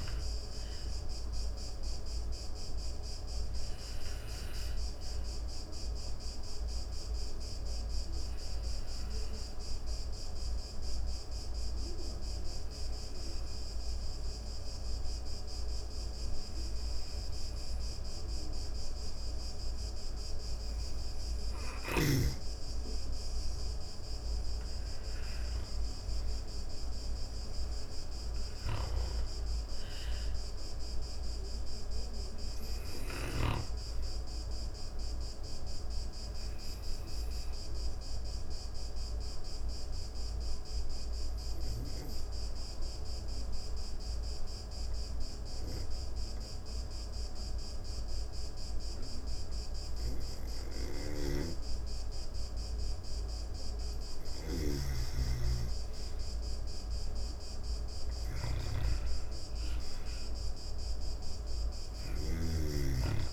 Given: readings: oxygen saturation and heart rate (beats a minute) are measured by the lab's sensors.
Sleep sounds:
breathing in sleep by a room microphone; 2
0.00-11.00 s: oxygen desaturation (device-marked, oxygen 91% lowest, heart rate 88 extreme)
1.50-20.50 s: obstructive apnea (oxygen 96% before, 86% lowest, heart rate 68 before, 88 extreme, up 49 after)
22.50-25.50 s: arousal
26.00-49.00 s: oxygen desaturation (device-marked, oxygen 96% before, 88% lowest, heart rate 118 before, 70 extreme)
35.50-51.00 s: obstructive apnea (oxygen 96% before, 86% lowest, heart rate 119 before, 70 extreme, up 11 after)
55.50-58.50 s: arousal
56.00-63.33 s: oxygen desaturation (device-marked, oxygen 97% before, 86% lowest, heart rate 134 before, 45 extreme)
61.50-63.33 s: snoring (device-marked)
From the record:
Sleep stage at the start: N2 (light sleep); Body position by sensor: on the back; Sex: female

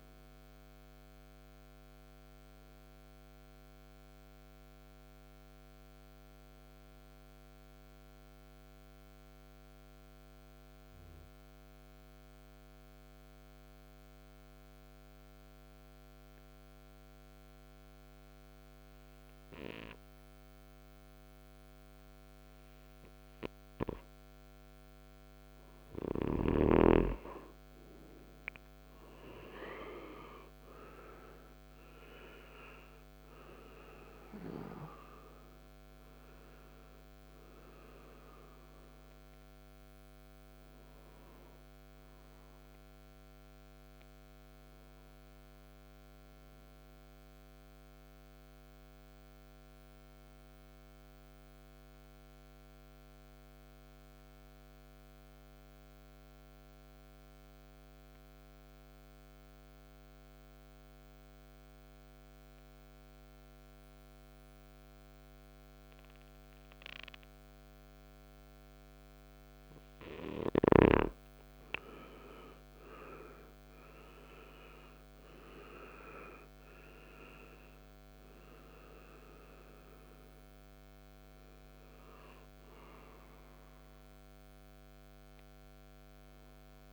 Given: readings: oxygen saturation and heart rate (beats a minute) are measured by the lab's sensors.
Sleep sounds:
breathing in sleep by a microphone on the trachea; 2
0.00-7.00 s: oxygen desaturation (device-marked, oxygen 91% lowest, heart rate 52 extreme)
6.00-21.50 s: obstructive apnea (oxygen 98% before, 90% lowest, heart rate 62 before, 53 extreme, up 13 after)
25.00-54.00 s: oxygen desaturation (device-marked, oxygen 98% before, 90% lowest, heart rate 55 before, 52 extreme)
30.50-34.50 s: arousal
49.00-68.50 s: obstructive apnea (oxygen 97% before, 90% lowest, heart rate 64 before, 54 extreme, up 16 after)
71.00-86.93 s: oxygen desaturation (device-marked, oxygen 98% before, 90% lowest, heart rate 56 before, 53 extreme)
71.50-76.00 s: arousal
From the record:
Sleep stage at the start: N2 (light sleep); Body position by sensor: on the right side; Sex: male

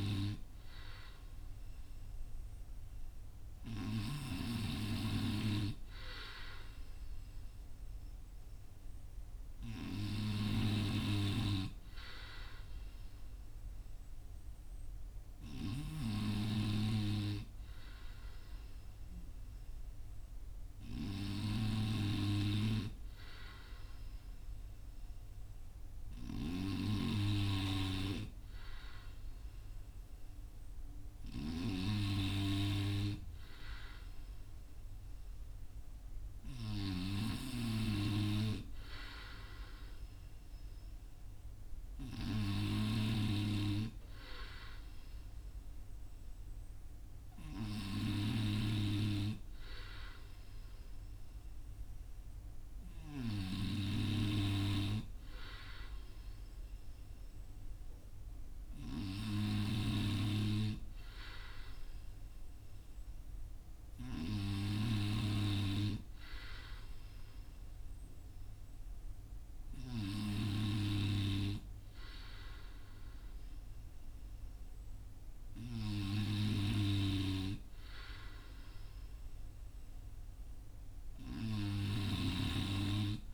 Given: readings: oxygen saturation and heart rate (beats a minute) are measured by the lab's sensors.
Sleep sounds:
breathing in sleep by a room microphone; none
none scored
From the record:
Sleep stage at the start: N3 (deep sleep); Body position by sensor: on the front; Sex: male

